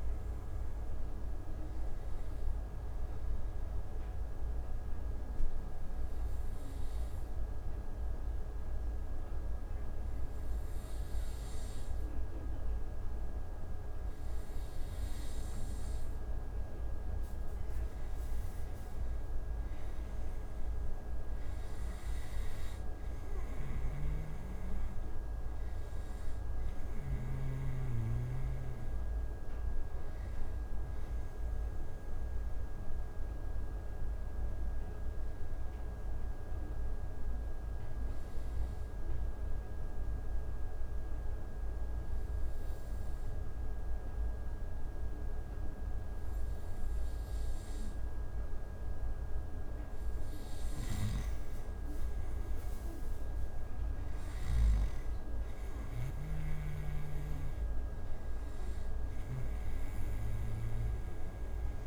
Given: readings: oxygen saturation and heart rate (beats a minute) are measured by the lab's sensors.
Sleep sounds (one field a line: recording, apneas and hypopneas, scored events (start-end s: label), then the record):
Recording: breathing in sleep, hard to hear, by a room microphone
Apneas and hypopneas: 2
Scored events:
2.50-17.00 s: obstructive apnea (oxygen 96% before, 91% lowest)
19.50-22.50 s: arousal
22.00-45.00 s: oxygen desaturation (device-marked, oxygen 96% before, 91% lowest)
23.50-27.50 s: snoring (device-marked)
34.50-49.50 s: obstructive apnea (oxygen 96% before, 90% lowest)
50.50-59.50 s: snoring (device-marked)
53.00-57.00 s: arousal
58.00-61.87 s: oxygen desaturation (device-marked, oxygen 96% before, 91% lowest)
From the record:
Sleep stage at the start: N2 (light sleep)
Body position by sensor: on the right side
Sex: male